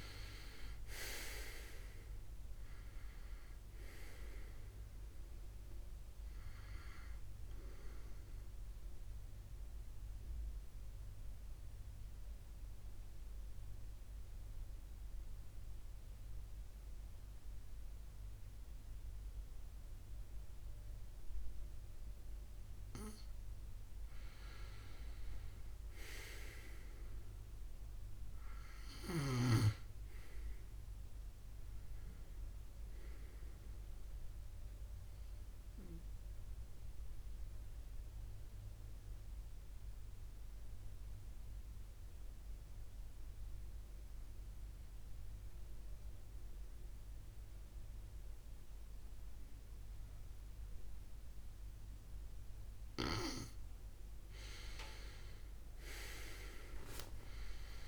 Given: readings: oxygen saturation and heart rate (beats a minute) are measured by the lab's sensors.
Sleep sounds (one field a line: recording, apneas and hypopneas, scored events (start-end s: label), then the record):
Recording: breathing in sleep by a room microphone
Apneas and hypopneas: 2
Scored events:
0.00-1.00 s: arousal
6.00-28.00 s: oxygen desaturation (device-marked, oxygen 95% before, 90% lowest, heart rate 70 before, 66 extreme)
8.50-23.50 s: central apnea (oxygen 98% before, 90% lowest, heart rate 70 before, 66 extreme, up 2 after)
26.00-29.50 s: arousal
34.50-53.50 s: mixed apnea (oxygen 98% before, 91% lowest, heart rate 72 before, 66 extreme, up 6 after)
55.50-57.88 s: arousal
From the record:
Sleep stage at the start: N2 (light sleep)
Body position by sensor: on the back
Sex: male